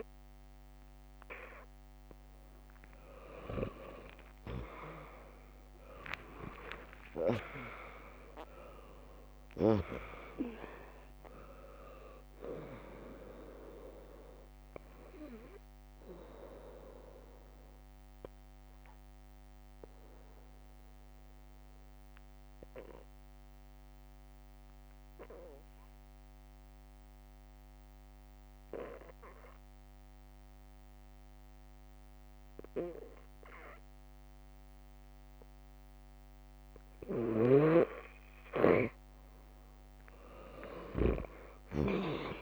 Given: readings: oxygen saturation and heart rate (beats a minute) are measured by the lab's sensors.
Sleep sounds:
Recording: breathing in sleep by a microphone on the trachea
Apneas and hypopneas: none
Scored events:
0.00-6.00 s: bradycardia (device-marked, heart rate 55 extreme)
2.50-7.00 s: arousal
7.00-18.00 s: drop in pulse transit time (device-marked, heart rate 66 before, 58 extreme)
9.00-11.00 s: long interval between heartbeats (device-marked, heart rate 64 before, 71 extreme)
10.00-31.00 s: oxygen desaturation (device-marked, oxygen 100% before, 96% lowest, heart rate 64 before, 58 extreme)
39.00-42.42 s: arousal
40.50-42.42 s: long interval between heartbeats (device-marked, heart rate 61 before, 69 extreme)
From the record:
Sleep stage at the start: N2 (light sleep)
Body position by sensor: on the back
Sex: female

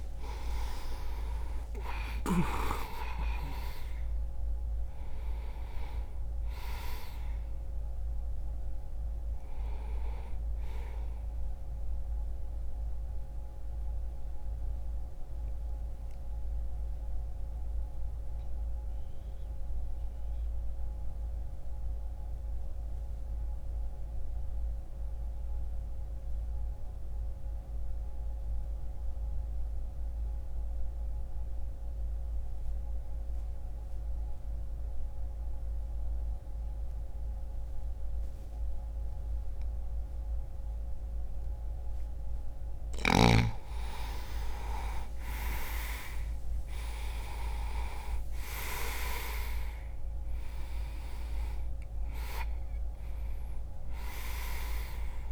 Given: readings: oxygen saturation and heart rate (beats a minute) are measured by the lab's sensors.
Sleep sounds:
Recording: breathing in sleep by a room microphone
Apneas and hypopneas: 1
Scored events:
0.00-13.00 s: oxygen desaturation (device-marked, oxygen 89% lowest, heart rate 59 extreme)
12.00-41.00 s: obstructive apnea (oxygen 98% before, 84% lowest, heart rate 66 before, 60 extreme, up 11 after)
21.00-34.00 s: oxygen desaturation (device-marked, oxygen 91% before, 84% lowest, heart rate 65 before, 60 extreme)
43.50-47.50 s: arousal
From the record:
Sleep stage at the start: N2 (light sleep)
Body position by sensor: on the right side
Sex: male

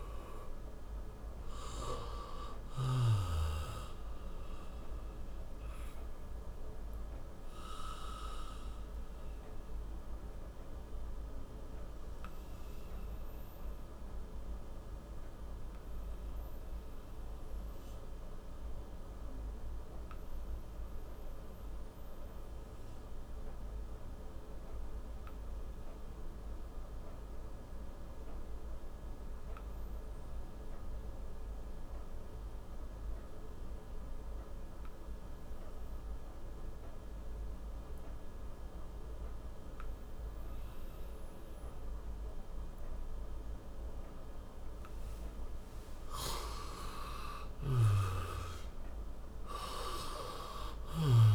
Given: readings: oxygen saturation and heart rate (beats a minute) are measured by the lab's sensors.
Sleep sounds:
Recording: breathing in sleep by a room microphone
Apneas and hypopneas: 1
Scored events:
4.50-44.00 s: obstructive apnea (oxygen 98% before, 87% lowest)
15.00-31.00 s: oxygen desaturation (device-marked, oxygen 95% before, 88% lowest, heart rate 49 before, 36 extreme)
46.00-51.35 s: oxygen desaturation (device-marked, oxygen 98% before, 87% lowest)
46.50-51.00 s: arousal
From the record:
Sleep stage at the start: N2 (light sleep)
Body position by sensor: on the back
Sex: male

